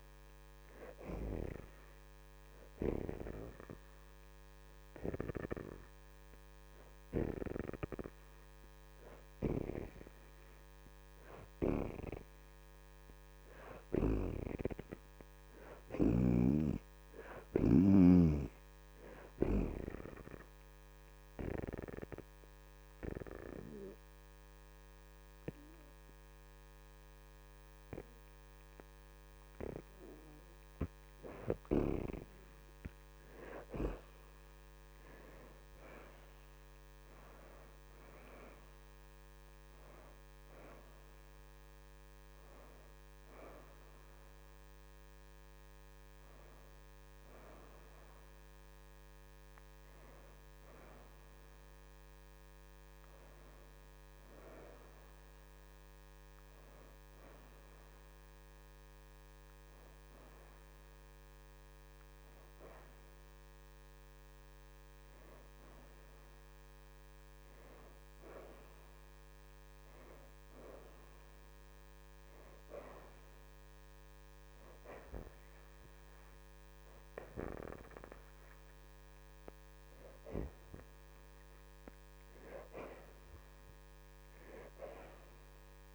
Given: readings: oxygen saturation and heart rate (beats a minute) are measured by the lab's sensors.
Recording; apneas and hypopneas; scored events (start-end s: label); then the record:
breathing in sleep by a microphone on the trachea; 1
0.00-3.00 s: arousal
15.50-23.50 s: oxygen desaturation (device-marked, oxygen 73% before, 64% lowest)
20.00-31.00 s: obstructive apnea (oxygen 73% before, 55% lowest)
35.00-40.50 s: arousal
61.50-69.50 s: oxygen desaturation (device-marked, oxygen 65% before, 55% lowest)
From the record:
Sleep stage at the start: N2 (light sleep); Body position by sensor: on the back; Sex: female